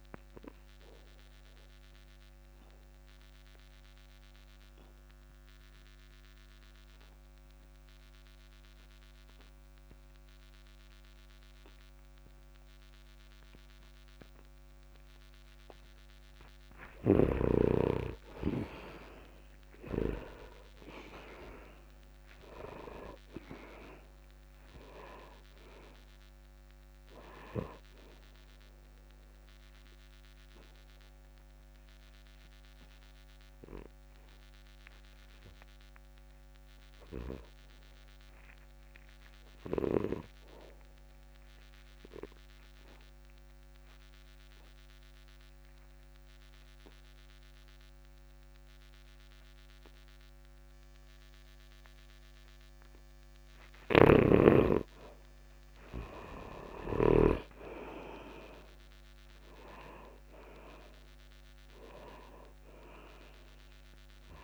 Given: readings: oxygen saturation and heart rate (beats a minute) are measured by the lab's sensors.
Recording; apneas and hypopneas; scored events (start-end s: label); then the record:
breathing in sleep by a microphone on the trachea; 2
0.00-5.00 s: oxygen desaturation (device-marked, oxygen 92% lowest, heart rate 57 extreme)
0.50-15.50 s: obstructive apnea (oxygen 99% before, 82% lowest, heart rate 66 before, 57 extreme, up 2 after)
17.50-21.00 s: arousal
21.00-44.00 s: oxygen desaturation (device-marked, oxygen 95% before, 82% lowest, heart rate 62 before, 58 extreme)
43.00-53.50 s: obstructive apnea (oxygen 95% before, 82% lowest, heart rate 67 before, 58 extreme)
53.50-57.00 s: snoring (device-marked)
55.00-59.50 s: arousal
58.00-64.43 s: oxygen desaturation (device-marked, oxygen 99% before, 82% lowest, heart rate 66 before, 52 extreme)
From the record:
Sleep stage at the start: N2 (light sleep); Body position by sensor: on the back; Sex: male